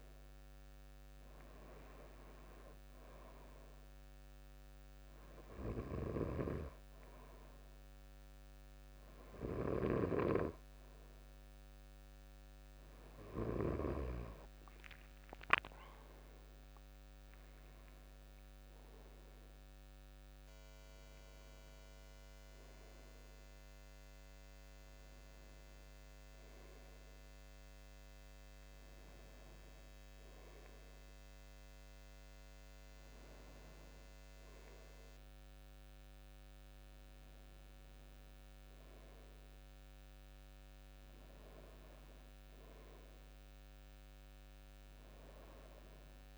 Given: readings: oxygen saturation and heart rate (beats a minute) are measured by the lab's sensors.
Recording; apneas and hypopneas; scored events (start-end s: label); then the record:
breathing in sleep by a microphone on the trachea; 1
4.50-15.50 s: hypopnea (oxygen 95% before, 93% lowest, heart rate 86 before, 83 extreme, up 9 after)
9.00-13.50 s: snoring (device-marked)
17.50-20.50 s: arousal
From the record:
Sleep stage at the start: N2 (light sleep); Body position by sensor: on the back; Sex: male